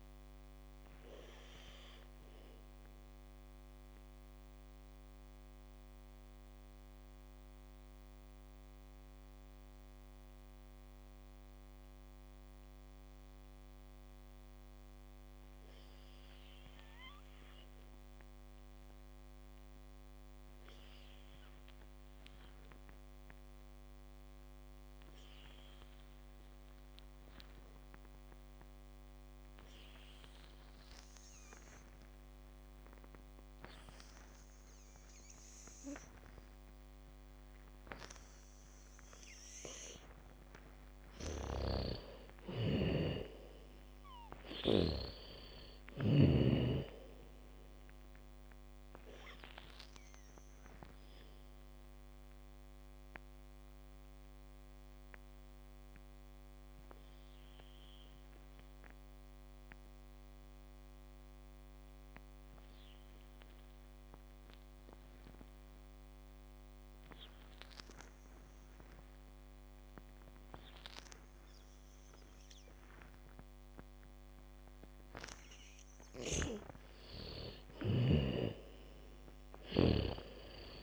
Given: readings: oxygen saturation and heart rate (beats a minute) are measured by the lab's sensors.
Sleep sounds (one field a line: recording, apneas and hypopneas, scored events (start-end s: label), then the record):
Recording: breathing in sleep by a microphone on the trachea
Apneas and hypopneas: 2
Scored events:
0.00-20.50 s: oxygen desaturation (device-marked, oxygen 77% lowest, heart rate 39 extreme)
1.50-38.50 s: mixed apnea (oxygen 98% before, 77% lowest, heart rate 56 before, 52 extreme, up 3 after)
26.50-66.50 s: oxygen desaturation (device-marked, oxygen 98% before, 81% lowest, heart rate 78 before, 52 extreme)
35.50-37.50 s: bradycardia (device-marked, heart rate 69 before, 60 extreme)
38.50-45.50 s: bradycardia (device-marked, heart rate 69 before, 52 extreme)
41.50-46.50 s: snoring (device-marked)
42.00-45.50 s: arousal
52.00-76.00 s: mixed apnea (oxygen 98% before, 81% lowest, heart rate 60 before, 55 extreme, up 8 after)
67.50-71.50 s: bradycardia (device-marked, heart rate 69 before, 59 extreme)
71.50-80.83 s: oxygen desaturation (device-marked, oxygen 98% before, 83% lowest, heart rate 75 before, 47 extreme)
76.00-80.50 s: snoring (device-marked)
77.50-79.50 s: bradycardia (device-marked, heart rate 69 before, 59 extreme)
78.50-80.83 s: arousal
From the record:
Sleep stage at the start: N2 (light sleep)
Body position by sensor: on the back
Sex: female